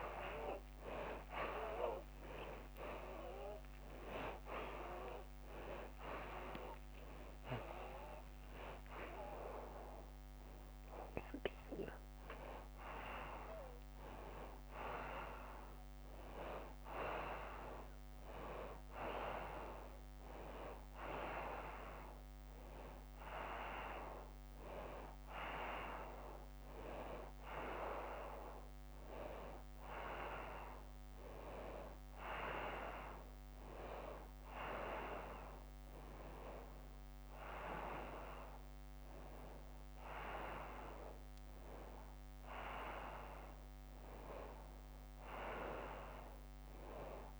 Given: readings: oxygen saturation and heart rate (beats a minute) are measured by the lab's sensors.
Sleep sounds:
breathing in sleep by a microphone on the trachea; none
0.00-4.50 s: oxygen desaturation (device-marked, oxygen 87% lowest, heart rate 92 extreme)
6.50-14.50 s: oxygen desaturation (device-marked, oxygen 95% before, 90% lowest, heart rate 127 before, 90 extreme)
22.50-27.50 s: oxygen desaturation (device-marked, oxygen 94% before, 91% lowest, heart rate 101 before, 90 extreme)
From the record:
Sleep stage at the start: N1 (lightest sleep); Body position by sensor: on the back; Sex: female

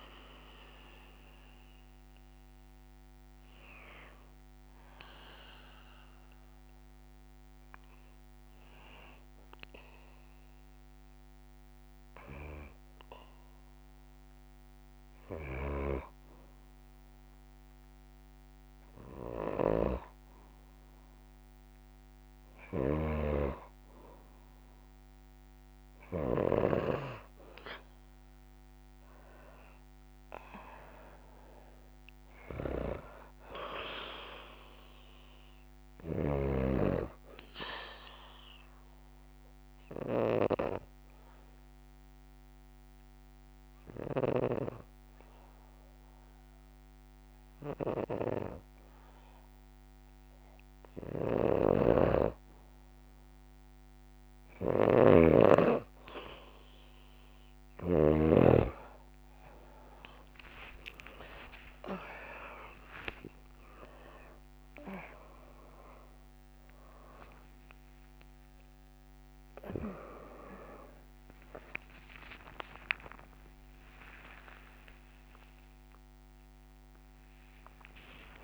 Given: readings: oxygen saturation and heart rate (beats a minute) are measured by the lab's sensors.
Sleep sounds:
a person partly awake in a sleep study, by a microphone on the trachea; 2
0.00-15.50 s: oxygen desaturation (device-marked, oxygen 94% lowest, heart rate 60 extreme)
4.00-16.00 s: obstructive apnea (oxygen 97% before, 92% lowest, heart rate 72 before, 60 extreme, up 2 after)
18.00-21.00 s: arousal
37.00-50.50 s: obstructive apnea (oxygen 97% before, 92% lowest, heart rate 70 before, 60 extreme, up 10 after)
47.50-78.44 s: new sleep stage, awake
58.50-78.44 s: tachycardia (device-marked, heart rate 71 before, 147 extreme)
64.50-75.50 s: oxygen desaturation (device-marked, oxygen 96% before, 92% lowest, heart rate 76 before, 77 extreme)
From the record:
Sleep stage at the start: N2 (light sleep); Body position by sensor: on the back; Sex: female

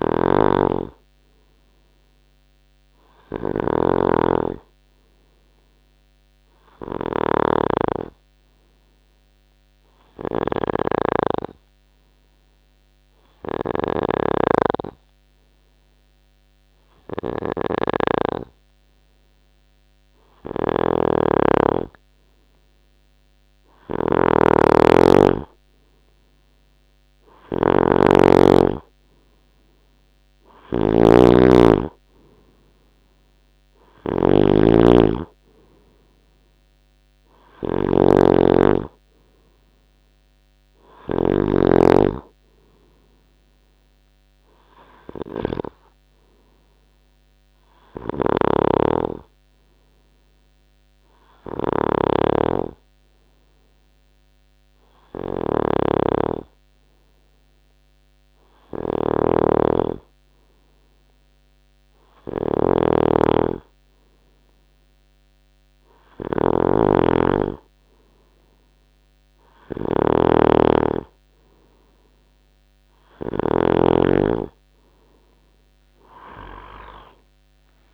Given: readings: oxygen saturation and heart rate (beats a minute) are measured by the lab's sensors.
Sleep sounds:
breathing in sleep by a microphone on the trachea; 1
0.00-18.50 s: snoring (device-marked)
6.50-21.50 s: hypopnea (oxygen 97% before, 93% lowest, heart rate 68 before, 66 extreme, up 5 after)
20.50-41.50 s: snoring (device-marked)
25.50-28.50 s: arousal
48.00-73.50 s: snoring (device-marked)
From the record:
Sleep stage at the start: N2 (light sleep); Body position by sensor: on the right side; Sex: male

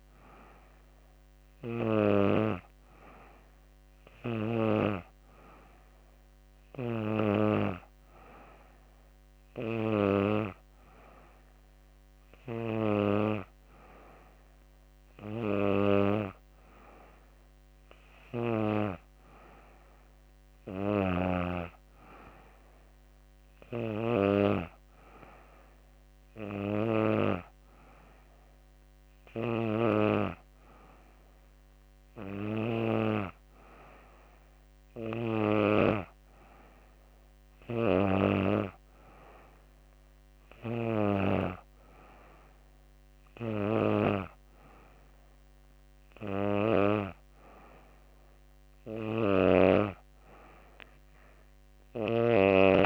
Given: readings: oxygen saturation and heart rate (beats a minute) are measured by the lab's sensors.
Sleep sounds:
breathing in sleep by a microphone on the trachea; none
none scored
From the record:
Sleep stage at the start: N2 (light sleep); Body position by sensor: on the back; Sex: female

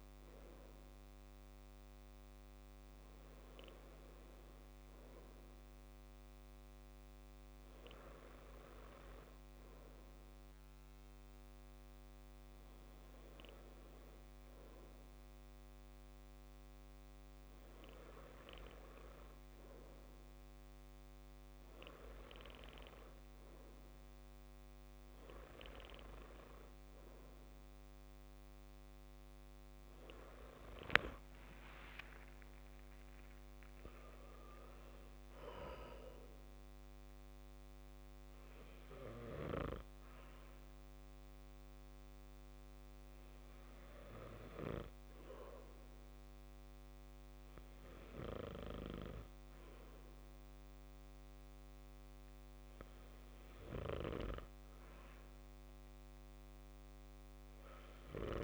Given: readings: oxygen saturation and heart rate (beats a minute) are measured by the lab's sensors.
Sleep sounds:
breathing in sleep by a microphone on the trachea; none
11.00-13.00 s: long interval between heartbeats (device-marked, heart rate 67 before, 78 extreme)
31.50-33.50 s: long interval between heartbeats (device-marked, heart rate 72 before, 76 extreme)
From the record:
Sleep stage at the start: N2 (light sleep); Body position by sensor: on the back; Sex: male

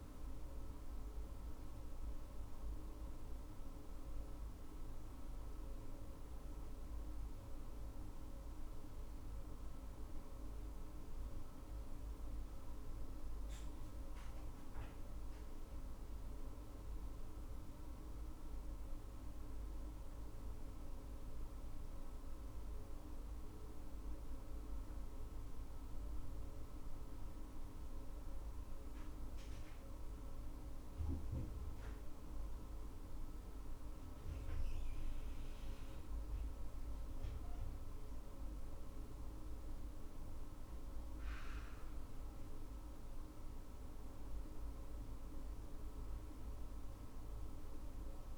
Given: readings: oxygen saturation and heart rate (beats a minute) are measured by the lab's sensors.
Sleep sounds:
breathing in sleep, hard to hear, by a room microphone; none
36.50-41.50 s: arousal
From the record:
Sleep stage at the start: N2 (light sleep); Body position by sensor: on the back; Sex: female

